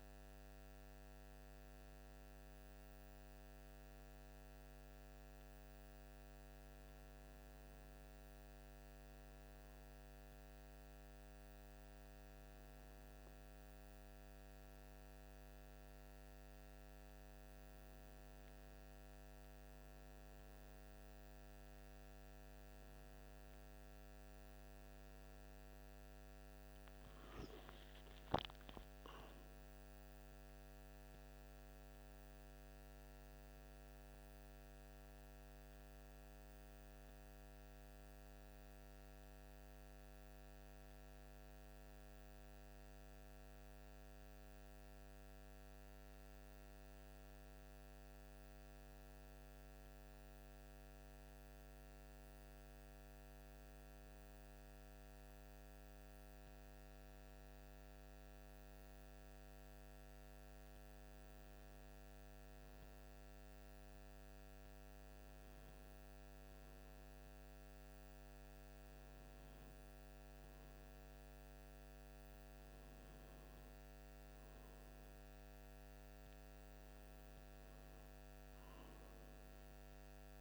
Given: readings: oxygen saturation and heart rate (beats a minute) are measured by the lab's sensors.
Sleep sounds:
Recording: breathing in sleep, hard to hear, by a microphone on the trachea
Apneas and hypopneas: none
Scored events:
none scored
From the record:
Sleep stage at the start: N1 (lightest sleep)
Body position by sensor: on the right side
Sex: male

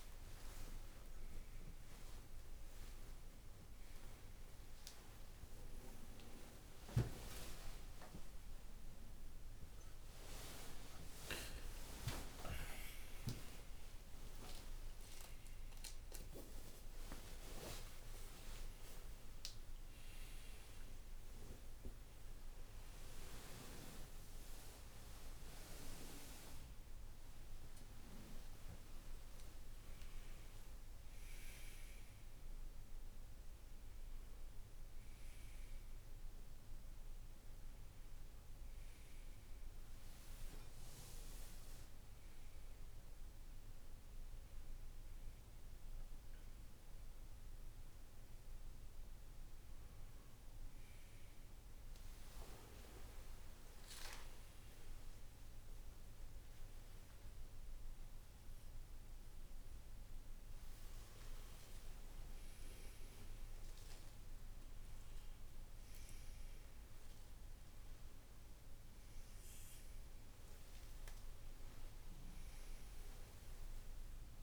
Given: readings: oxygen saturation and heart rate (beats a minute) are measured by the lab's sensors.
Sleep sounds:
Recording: a person awake in a sleep study, by a room microphone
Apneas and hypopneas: none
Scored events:
0.00-4.00 s: tachycardia (device-marked, heart rate 116 extreme)
1.50-3.50 s: long interval between heartbeats (device-marked, heart rate 104 before, 109 extreme)
6.50-8.50 s: long interval between heartbeats (device-marked, heart rate 103 before, 97 extreme)
12.50-14.50 s: long interval between heartbeats (device-marked, heart rate 95 before, 80 extreme)
18.00-20.00 s: long interval between heartbeats (device-marked, heart rate 95 before, 88 extreme)
From the record:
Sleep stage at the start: awake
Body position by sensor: on the right side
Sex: male

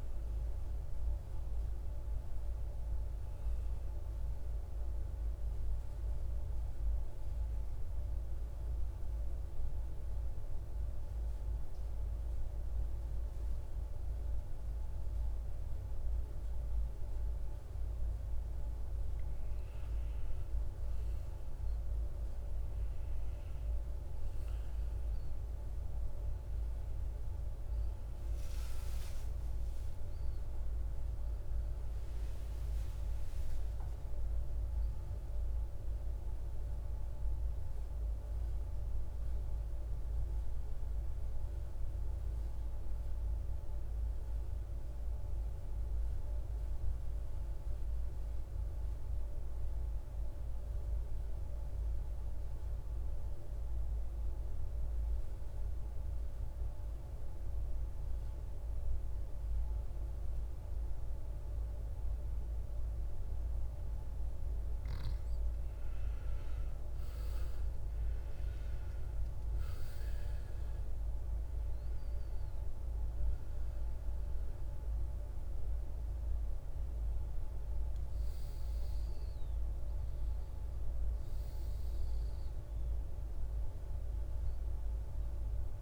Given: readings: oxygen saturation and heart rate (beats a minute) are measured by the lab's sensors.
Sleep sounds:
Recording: breathing in sleep, hard to hear, by a room microphone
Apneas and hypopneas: 2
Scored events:
3.50-18.50 s: oxygen desaturation (device-marked, oxygen 96% before, 93% lowest, heart rate 58 before, 59 extreme)
7.00-19.00 s: obstructive apnea (oxygen 96% before, 88% lowest, heart rate 58 before, 59 extreme, up 9 after)
26.00-31.50 s: arousal
28.50-42.50 s: oxygen desaturation (device-marked, oxygen 96% before, 91% lowest, heart rate 64 before, 54 extreme)
45.50-64.00 s: mixed apnea (oxygen 97% before, 86% lowest, heart rate 65 before, 54 extreme, up 16 after)
66.50-70.50 s: arousal
66.50-85.82 s: oxygen desaturation (device-marked, oxygen 96% before, 86% lowest, heart rate 56 before, 59 extreme)
83.50-85.82 s: new sleep stage, N1 (lightest sleep)
From the record:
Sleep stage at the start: N2 (light sleep)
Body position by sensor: on the back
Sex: male

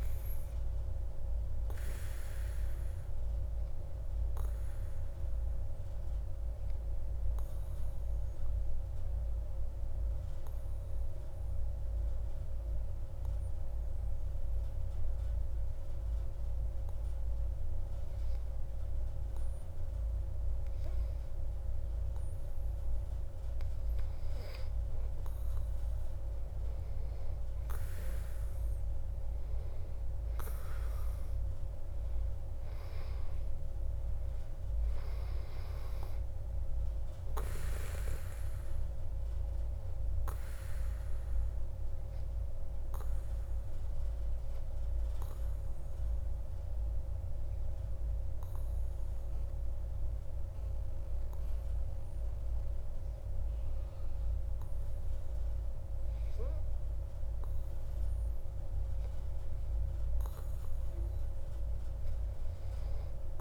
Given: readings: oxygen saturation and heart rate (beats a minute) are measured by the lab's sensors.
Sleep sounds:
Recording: breathing in sleep, hard to hear, by a room microphone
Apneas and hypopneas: 2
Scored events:
3.50-23.00 s: obstructive apnea (oxygen 97% before, 91% lowest)
27.50-31.50 s: arousal
30.00-57.00 s: oxygen desaturation (device-marked, oxygen 96% before, 91% lowest)
42.00-58.50 s: obstructive apnea (oxygen 96% before, 91% lowest)
61.50-63.41 s: arousal
From the record:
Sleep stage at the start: N2 (light sleep)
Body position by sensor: on the back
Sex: male

